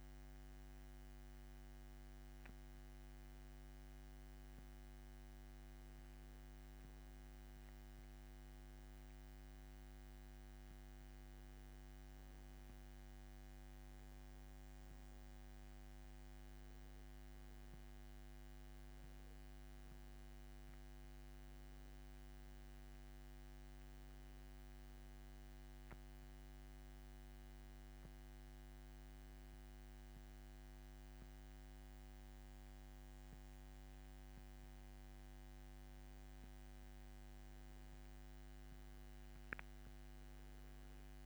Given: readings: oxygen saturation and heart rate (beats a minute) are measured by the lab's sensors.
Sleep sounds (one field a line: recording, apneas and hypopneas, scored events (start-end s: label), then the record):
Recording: breathing in sleep, hard to hear, by a microphone on the trachea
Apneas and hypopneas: none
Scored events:
none scored
From the record:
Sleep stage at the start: N2 (light sleep)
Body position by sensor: on the back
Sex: male